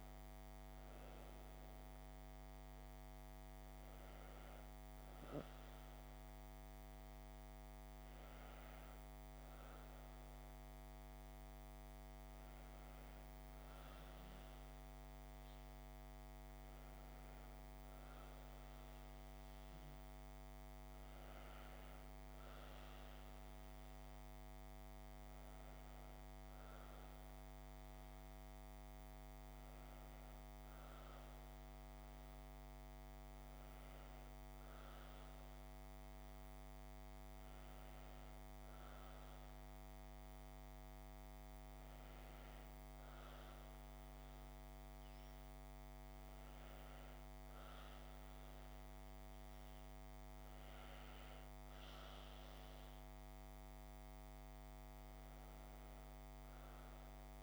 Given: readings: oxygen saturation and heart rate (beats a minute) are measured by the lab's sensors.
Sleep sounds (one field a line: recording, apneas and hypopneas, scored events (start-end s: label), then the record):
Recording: breathing in sleep, hard to hear, by a microphone on the trachea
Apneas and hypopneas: none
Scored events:
44.00-57.43 s: new sleep stage, N2 (light sleep)
From the record:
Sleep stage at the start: N1 (lightest sleep)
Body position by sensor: on the back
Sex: female